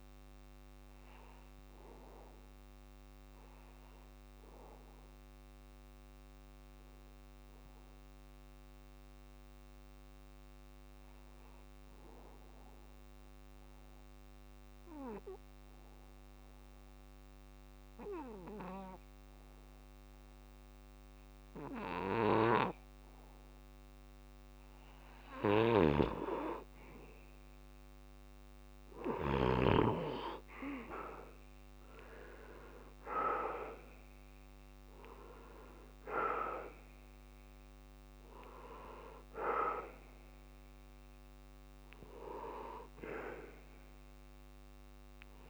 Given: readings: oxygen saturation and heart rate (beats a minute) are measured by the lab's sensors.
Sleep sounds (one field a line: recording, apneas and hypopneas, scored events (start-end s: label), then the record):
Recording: breathing in sleep by a microphone on the trachea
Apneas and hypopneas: 1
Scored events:
0.00-4.00 s: oxygen desaturation (device-marked, oxygen 87% lowest, heart rate 46 extreme)
4.50-25.50 s: mixed apnea (oxygen 96% before, 86% lowest, heart rate 80 before, 46 extreme)
20.00-45.50 s: oxygen desaturation (device-marked, oxygen 98% before, 86% lowest, heart rate 53 before, 37 extreme)
28.00-32.50 s: arousal
From the record:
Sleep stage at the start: N2 (light sleep)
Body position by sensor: on the back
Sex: male